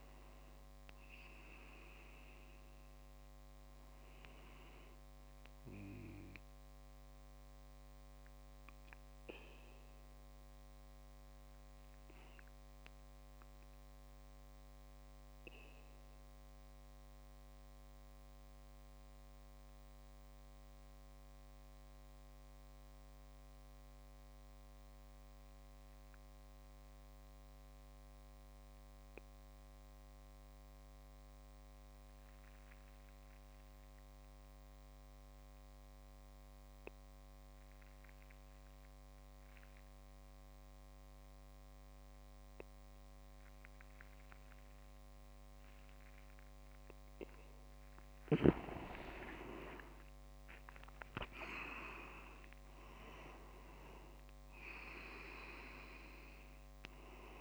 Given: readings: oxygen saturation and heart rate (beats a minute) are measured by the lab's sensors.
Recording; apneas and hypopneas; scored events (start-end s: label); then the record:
breathing in sleep by a microphone on the trachea; 1
10.50-47.50 s: mixed apnea (oxygen 97% before, 93% lowest, heart rate 61 before, 46 extreme, up 33 after)
42.00-57.41 s: oxygen desaturation (device-marked, oxygen 99% before, 93% lowest, heart rate 62 before, 49 extreme)
49.00-53.00 s: arousal
From the record:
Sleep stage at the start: N2 (light sleep); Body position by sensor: on the back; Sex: male